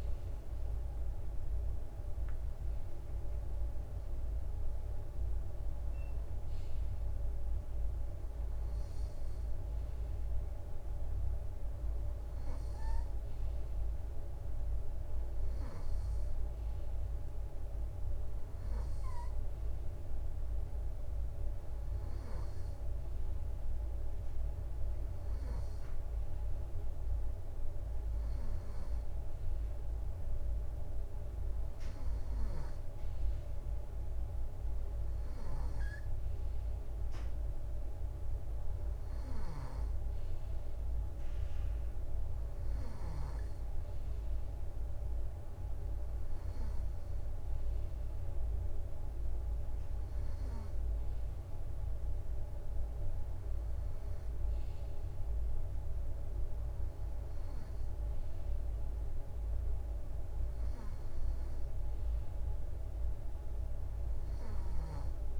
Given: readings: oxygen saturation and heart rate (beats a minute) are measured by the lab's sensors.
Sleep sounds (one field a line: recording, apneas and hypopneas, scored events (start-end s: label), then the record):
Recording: breathing in sleep, hard to hear, by a room microphone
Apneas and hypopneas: none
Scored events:
none scored
From the record:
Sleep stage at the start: N2 (light sleep)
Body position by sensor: on the right side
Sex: male